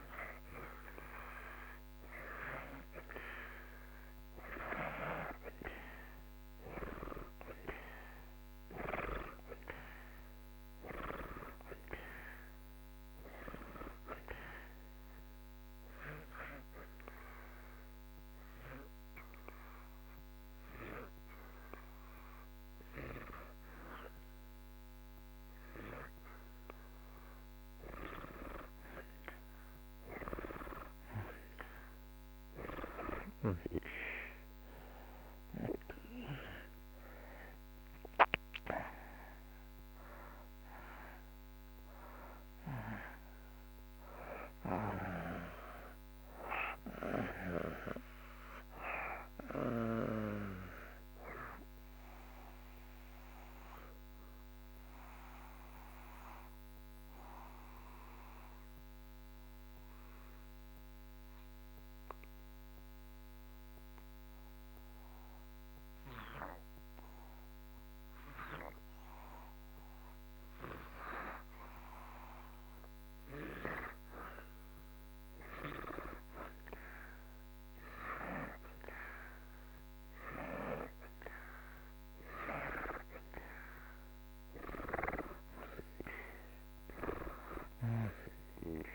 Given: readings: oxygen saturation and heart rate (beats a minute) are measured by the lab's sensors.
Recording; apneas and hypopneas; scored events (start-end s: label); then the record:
breathing in sleep by a microphone on the trachea; 2
0.00-2.50 s: arousal
7.00-36.00 s: oxygen desaturation (device-marked, oxygen 95% before, 83% lowest)
14.50-28.00 s: obstructive apnea (oxygen 95% before, 83% lowest)
32.50-37.00 s: arousal
53.00-69.00 s: oxygen desaturation (device-marked, oxygen 90% before, 86% lowest)
53.00-72.00 s: obstructive apnea (oxygen 90% before, 81% lowest)
76.00-80.50 s: arousal
83.00-88.94 s: oxygen desaturation (device-marked, oxygen 95% before, 81% lowest)
From the record:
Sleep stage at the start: REM sleep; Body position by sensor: on the back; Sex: male